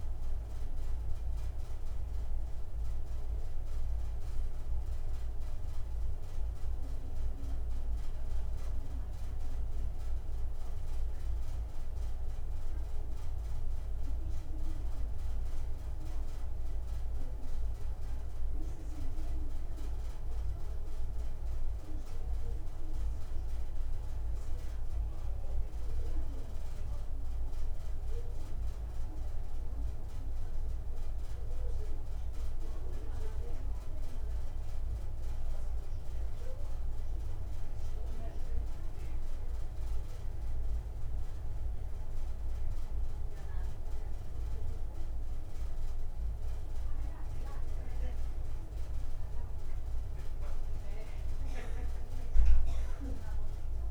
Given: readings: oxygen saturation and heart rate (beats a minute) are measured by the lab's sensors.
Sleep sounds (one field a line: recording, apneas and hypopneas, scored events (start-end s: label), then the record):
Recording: breathing in sleep, hard to hear, by a room microphone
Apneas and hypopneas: none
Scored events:
none scored
From the record:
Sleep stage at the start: N2 (light sleep)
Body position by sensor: on the back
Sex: male